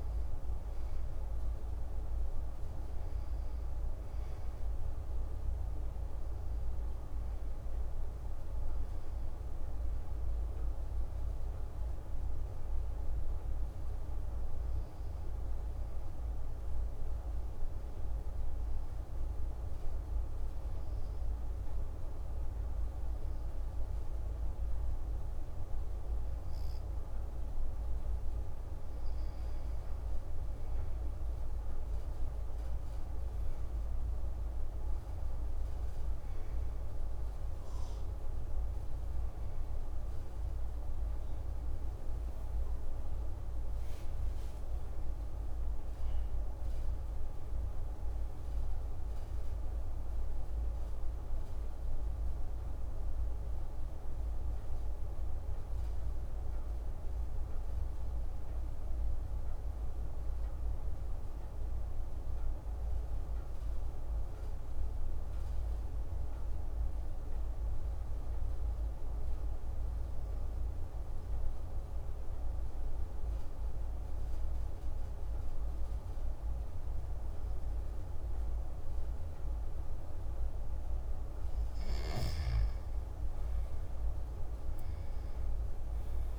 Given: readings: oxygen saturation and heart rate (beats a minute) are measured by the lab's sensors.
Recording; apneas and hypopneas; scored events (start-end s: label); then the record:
breathing in sleep, hard to hear, by a room microphone; 2
14.50-26.50 s: obstructive apnea (oxygen 97% before, 93% lowest, heart rate 119 before, 42 extreme)
29.50-33.50 s: arousal
55.00-81.50 s: mixed apnea (oxygen 97% before, 90% lowest)
82.00-86.39 s: oxygen desaturation (device-marked, oxygen 97% before, 90% lowest, heart rate 67 before, 127 extreme)
83.50-86.39 s: arousal
From the record:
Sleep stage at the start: N2 (light sleep); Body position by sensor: on the back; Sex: male